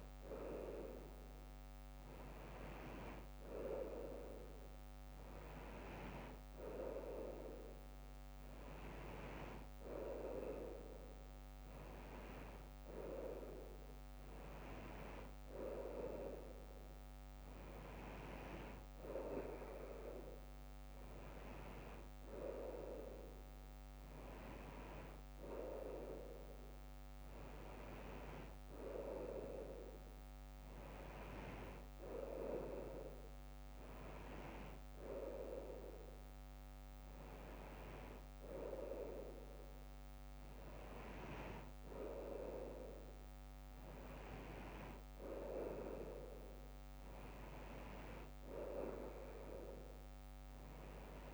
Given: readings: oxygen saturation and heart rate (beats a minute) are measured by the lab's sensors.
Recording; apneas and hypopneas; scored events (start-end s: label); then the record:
breathing in sleep by a microphone on the trachea; none
none scored
From the record:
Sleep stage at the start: N2 (light sleep); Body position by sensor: on the front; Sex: female